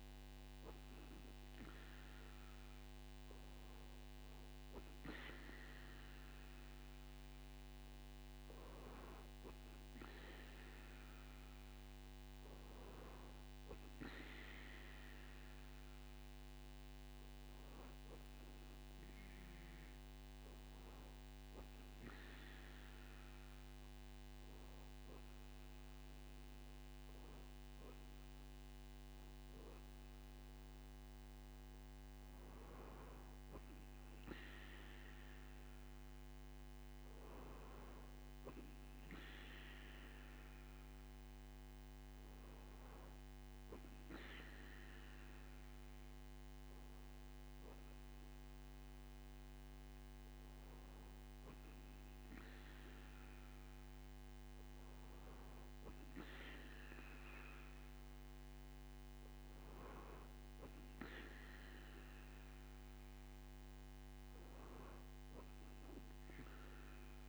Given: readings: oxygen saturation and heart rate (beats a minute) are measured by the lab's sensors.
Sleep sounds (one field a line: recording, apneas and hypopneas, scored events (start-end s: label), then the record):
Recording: breathing in sleep by a microphone on the trachea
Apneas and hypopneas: none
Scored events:
none scored
From the record:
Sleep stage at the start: REM sleep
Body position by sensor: on the right side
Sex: male